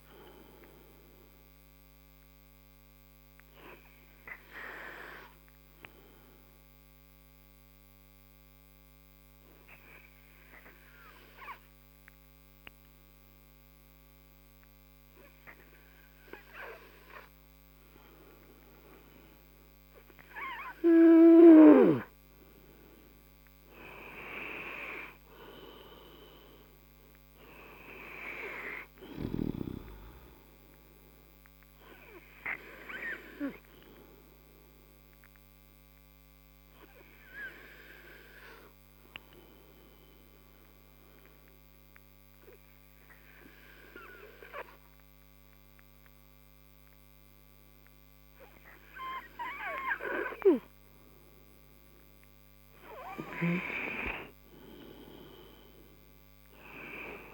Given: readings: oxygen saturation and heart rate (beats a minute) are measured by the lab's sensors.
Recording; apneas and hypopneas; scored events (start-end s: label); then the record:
breathing in sleep by a microphone on the trachea; 2
0.00-3.00 s: oxygen desaturation (device-marked, oxygen 91% lowest)
0.50-21.50 s: obstructive apnea (oxygen 96% before, 91% lowest)
23.50-27.00 s: arousal
28.00-51.00 s: oxygen desaturation (device-marked, oxygen 98% before, 91% lowest)
33.50-50.50 s: obstructive apnea (oxygen 98% before, 91% lowest)
52.50-56.00 s: arousal
From the record:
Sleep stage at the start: N2 (light sleep); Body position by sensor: on the right side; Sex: male